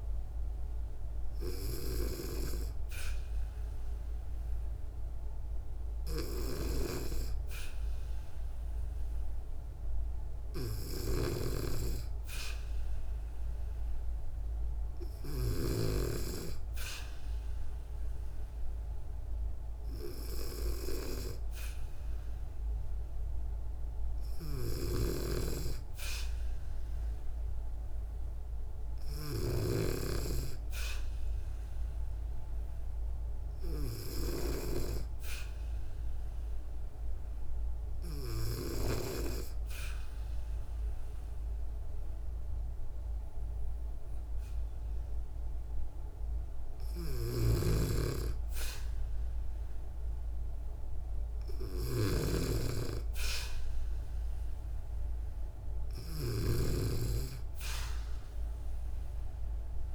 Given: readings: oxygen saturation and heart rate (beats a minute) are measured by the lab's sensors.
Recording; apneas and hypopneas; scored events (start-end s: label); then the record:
breathing in sleep by a room microphone; 1
10.50-15.00 s: snoring (device-marked)
33.50-44.50 s: hypopnea (oxygen 96% before, 94% lowest, heart rate 64 before, 63 extreme, up 1 after)
46.50-59.95 s: snoring (device-marked)
47.50-50.50 s: arousal
From the record:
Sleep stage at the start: N2 (light sleep); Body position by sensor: on the back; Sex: female